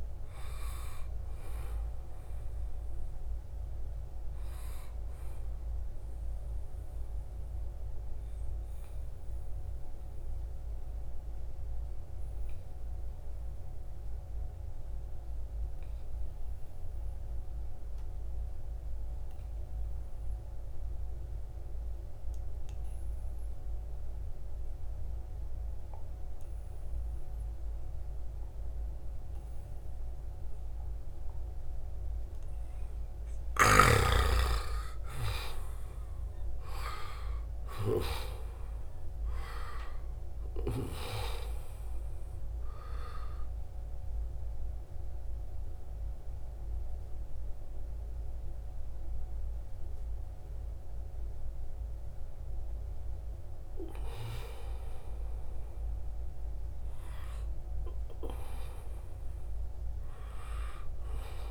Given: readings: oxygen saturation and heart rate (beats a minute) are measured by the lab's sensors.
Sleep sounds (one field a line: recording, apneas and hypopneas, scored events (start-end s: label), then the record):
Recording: breathing in sleep by a room microphone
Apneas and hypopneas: 2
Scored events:
0.00-14.00 s: oxygen desaturation (device-marked, oxygen 88% lowest, heart rate 68 extreme)
6.00-32.50 s: obstructive apnea (oxygen 95% before, 88% lowest, heart rate 78 before, 68 extreme, up 6 after)
31.00-61.50 s: oxygen desaturation (device-marked, oxygen 97% before, 88% lowest, heart rate 73 before, 69 extreme)
34.00-38.00 s: arousal
44.00-54.00 s: obstructive apnea (oxygen 97% before, 88% lowest, heart rate 71 before, 77 extreme, up 3 after)
56.50-61.50 s: arousal
From the record:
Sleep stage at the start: N2 (light sleep)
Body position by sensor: on the right side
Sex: male